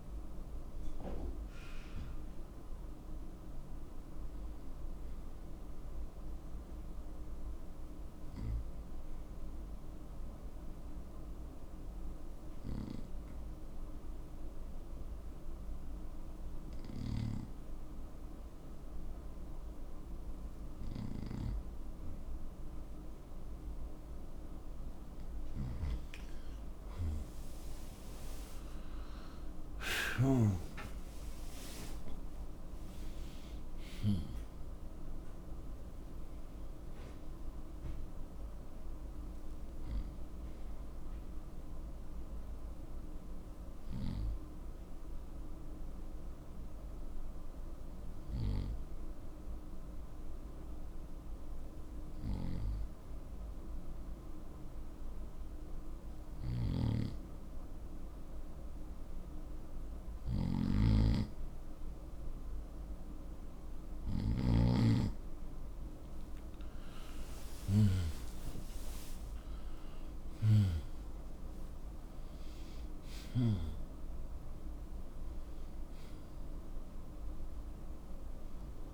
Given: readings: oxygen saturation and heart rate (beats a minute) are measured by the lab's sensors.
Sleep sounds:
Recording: breathing in sleep by a room microphone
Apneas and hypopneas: 2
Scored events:
0.00-11.00 s: oxygen desaturation (device-marked, oxygen 90% lowest, heart rate 61 extreme)
5.00-24.50 s: obstructive apnea (oxygen 96% before, 90% lowest, heart rate 79 before, 61 extreme, up 25 after)
27.00-31.50 s: arousal
41.50-65.50 s: obstructive apnea (oxygen 95% before, 89% lowest, heart rate 78 before, 61 extreme, up 11 after)
45.00-55.00 s: oxygen desaturation (device-marked, oxygen 95% before, 90% lowest, heart rate 79 before, 66 extreme)
66.00-78.94 s: oxygen desaturation (device-marked, oxygen 97% before, 91% lowest, heart rate 72 before, 61 extreme)
67.00-70.50 s: arousal
From the record:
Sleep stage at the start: N2 (light sleep)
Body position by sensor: on the right side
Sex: male

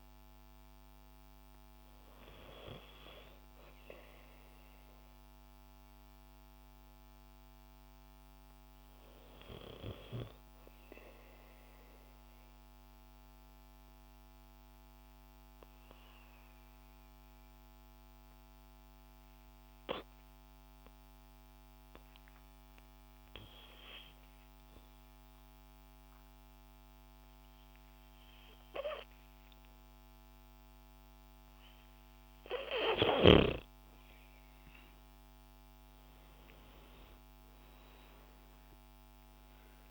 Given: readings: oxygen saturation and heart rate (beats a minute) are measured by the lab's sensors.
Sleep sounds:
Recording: breathing in sleep by a microphone on the trachea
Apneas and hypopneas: 1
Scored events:
0.00-6.50 s: oxygen desaturation (device-marked, oxygen 91% lowest, heart rate 56 extreme)
10.00-31.00 s: hypopnea (oxygen 97% before, 91% lowest, heart rate 58 before, 56 extreme, up 8 after)
28.50-39.91 s: oxygen desaturation (device-marked, oxygen 96% before, 91% lowest, heart rate 58 before, 55 extreme)
34.50-39.00 s: arousal
From the record:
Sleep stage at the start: N2 (light sleep)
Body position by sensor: on the back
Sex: female

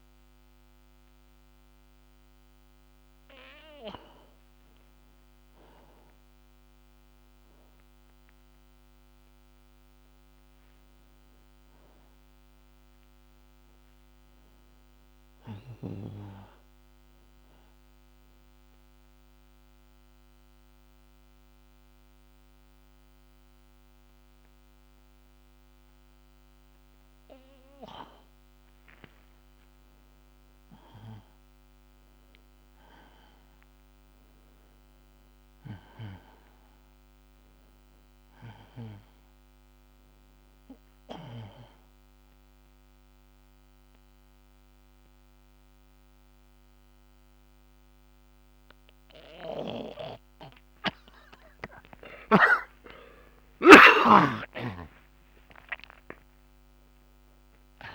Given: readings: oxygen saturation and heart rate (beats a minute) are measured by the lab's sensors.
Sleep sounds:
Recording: breathing in sleep by a microphone on the trachea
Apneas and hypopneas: 2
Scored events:
0.00-9.00 s: oxygen desaturation (device-marked, oxygen 83% lowest)
19.00-29.50 s: central apnea (oxygen 94% before, 82% lowest)
21.00-35.00 s: oxygen desaturation (device-marked, oxygen 94% before, 88% lowest)
30.50-35.00 s: arousal
41.00-57.95 s: oxygen desaturation (device-marked, oxygen 90% before, 82% lowest)
42.50-52.50 s: mixed apnea (oxygen 94% before, 82% lowest)
53.00-57.00 s: arousal
From the record:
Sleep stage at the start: N2 (light sleep)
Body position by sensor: on the back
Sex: male

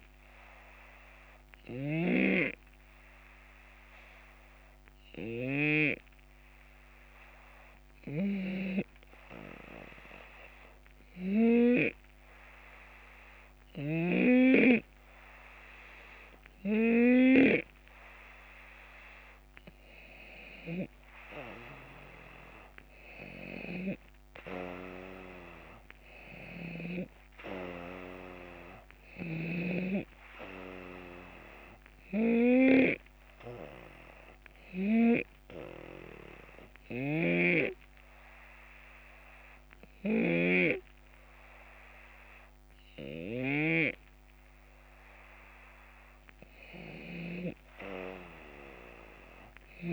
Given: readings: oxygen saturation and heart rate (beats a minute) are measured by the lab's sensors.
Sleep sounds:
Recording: breathing in sleep by a microphone on the trachea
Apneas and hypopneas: 2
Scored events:
1.50-5.50 s: snoring (device-marked)
1.50-18.00 s: hypopnea (oxygen 93% before, 91% lowest, heart rate 78 before, 72 extreme, up 6 after)
13.50-17.50 s: snoring (device-marked)
20.00-23.50 s: arousal
34.50-45.50 s: hypopnea (oxygen 94% before, 90% lowest, heart rate 76 before, 72 extreme, up 3 after)
36.50-43.50 s: snoring (device-marked)
48.50-49.92 s: arousal
From the record:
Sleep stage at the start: N2 (light sleep)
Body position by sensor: on the left side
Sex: male

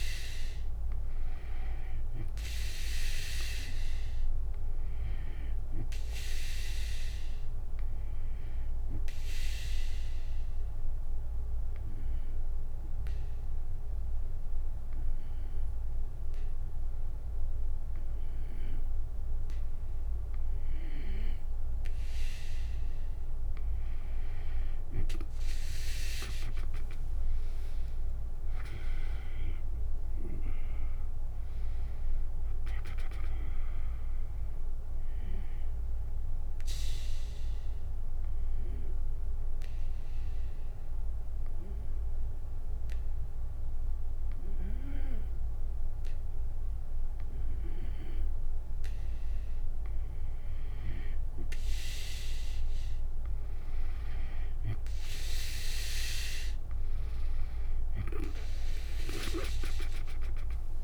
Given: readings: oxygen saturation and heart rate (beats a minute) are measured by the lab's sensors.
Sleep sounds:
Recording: breathing in sleep by a room microphone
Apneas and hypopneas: 2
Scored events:
0.00-1.00 s: arousal
8.50-20.50 s: obstructive apnea (oxygen 95% before, 91% lowest, heart rate 69 before, 59 extreme, up 10 after)
26.50-44.50 s: oxygen desaturation (device-marked, oxygen 96% before, 91% lowest, heart rate 66 before, 59 extreme)
29.50-32.50 s: arousal
36.00-48.50 s: mixed apnea (oxygen 96% before, 91% lowest, heart rate 69 before, 59 extreme, up 6 after)
56.50-60.84 s: oxygen desaturation (device-marked, oxygen 97% before, 91% lowest, heart rate 62 before, 54 extreme)
58.50-60.84 s: arousal
From the record:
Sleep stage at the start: N2 (light sleep)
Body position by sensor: on the back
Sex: female

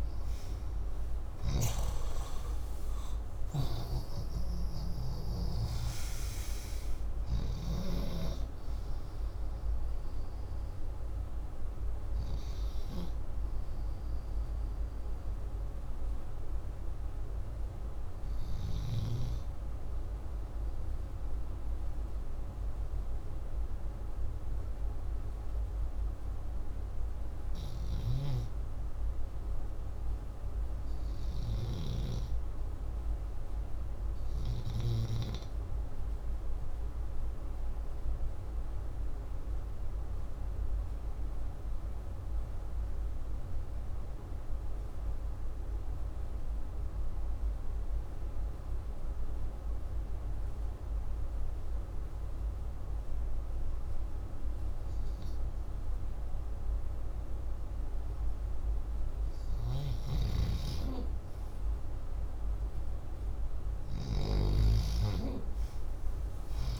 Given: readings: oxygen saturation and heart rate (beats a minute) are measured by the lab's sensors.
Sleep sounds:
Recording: breathing in sleep by a room microphone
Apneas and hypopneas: 1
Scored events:
11.50-19.50 s: oxygen desaturation (device-marked, oxygen 99% before, 95% lowest, heart rate 73 before, 76 extreme)
27.50-42.50 s: oxygen desaturation (device-marked, oxygen 97% before, 90% lowest, heart rate 139 before, 36 extreme)
36.50-57.50 s: obstructive apnea (oxygen 98% before, 90% lowest, heart rate 122 before, 36 extreme)
51.50-57.50 s: oxygen desaturation (device-marked, oxygen 98% before, 94% lowest, heart rate 106 before, 48 extreme)
59.50-64.50 s: snoring (device-marked)
60.50-66.50 s: arousal
From the record:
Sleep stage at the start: REM sleep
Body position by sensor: upright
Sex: male

